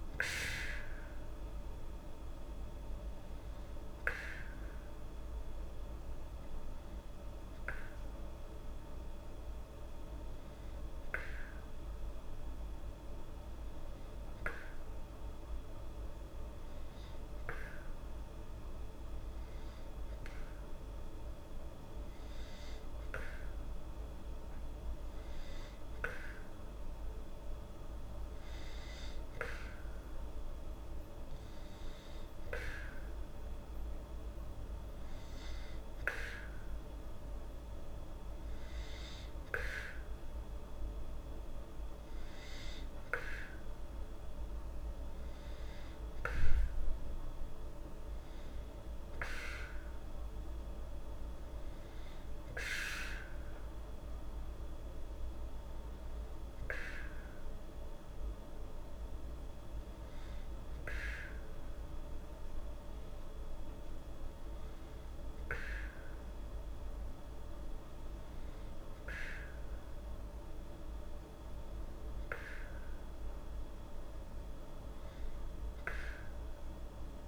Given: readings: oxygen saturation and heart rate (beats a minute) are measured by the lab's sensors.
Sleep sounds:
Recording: breathing in sleep by a room microphone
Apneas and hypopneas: none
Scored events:
none scored
From the record:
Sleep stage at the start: N2 (light sleep)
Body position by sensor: on the back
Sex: female

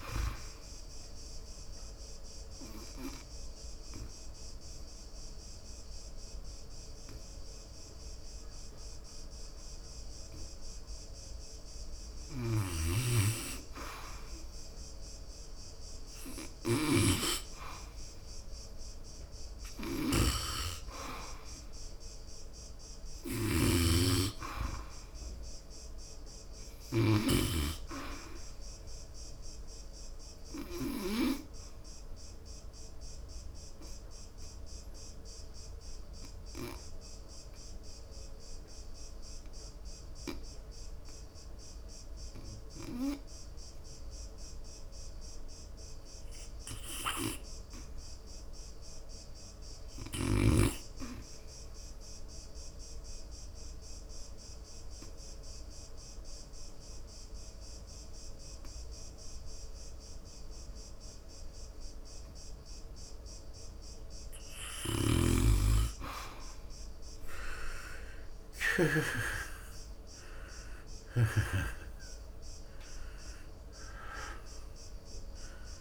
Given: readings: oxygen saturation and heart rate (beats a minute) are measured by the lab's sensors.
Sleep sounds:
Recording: breathing in sleep by a room microphone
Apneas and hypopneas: 3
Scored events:
0.00-7.00 s: oxygen desaturation (device-marked, oxygen 98% before, 90% lowest, heart rate 71 before, 68 extreme)
1.00-13.50 s: obstructive apnea (oxygen 98% before, 84% lowest, heart rate 70 before, 68 extreme, up 6 after)
18.00-22.50 s: arousal
30.00-45.50 s: obstructive apnea (oxygen 93% before, 77% lowest, heart rate 71 before, 60 extreme, up 0 after)
31.50-33.50 s: long interval between heartbeats (device-marked, heart rate 71 before, 75 extreme)
32.00-49.00 s: oxygen desaturation (device-marked, oxygen 92% before, 84% lowest, heart rate 71 before, 60 extreme)
53.50-65.50 s: obstructive apnea (oxygen 95% before, 77% lowest, heart rate 67 before, 61 extreme, up 22 after)
65.00-69.00 s: snoring (device-marked)
66.00-70.50 s: arousal
70.00-75.81 s: oxygen desaturation (device-marked, oxygen 94% before, 77% lowest, heart rate 64 before, 69 extreme)
From the record:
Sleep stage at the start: N2 (light sleep)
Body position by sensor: on the back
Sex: male

